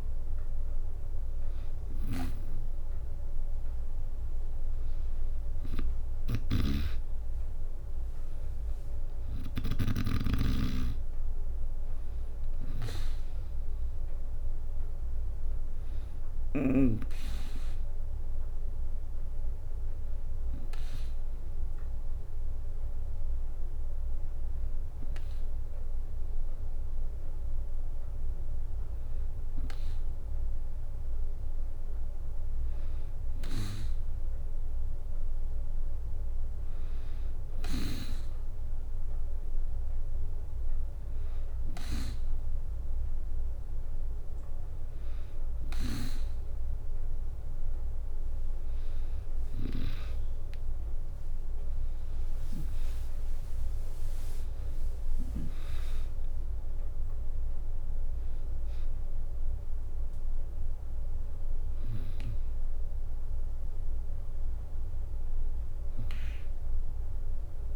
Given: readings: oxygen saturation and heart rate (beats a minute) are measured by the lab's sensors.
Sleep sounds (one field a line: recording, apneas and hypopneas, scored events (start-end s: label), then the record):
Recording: breathing in sleep by a room microphone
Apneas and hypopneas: none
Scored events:
5.50-9.50 s: snoring (device-marked)
7.50-19.50 s: drop in pulse transit time (device-marked, heart rate 61 before, 63 extreme)
9.00-12.00 s: arousal
50.50-54.00 s: arousal
51.50-64.50 s: drop in pulse transit time (device-marked, heart rate 64 before, 62 extreme)
From the record:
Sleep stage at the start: N2 (light sleep)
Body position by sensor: on the back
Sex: female